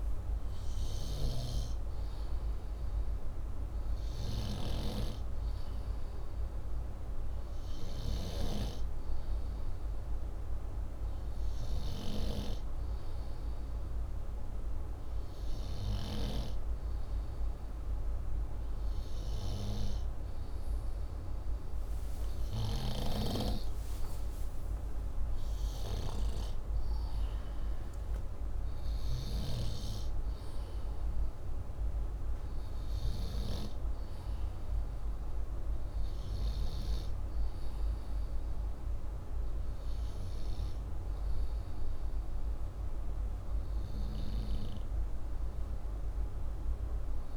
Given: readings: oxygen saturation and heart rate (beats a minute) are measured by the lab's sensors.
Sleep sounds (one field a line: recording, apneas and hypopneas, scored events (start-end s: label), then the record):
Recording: breathing in sleep by a room microphone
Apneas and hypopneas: none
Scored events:
none scored
From the record:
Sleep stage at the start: N2 (light sleep)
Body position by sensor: upright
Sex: male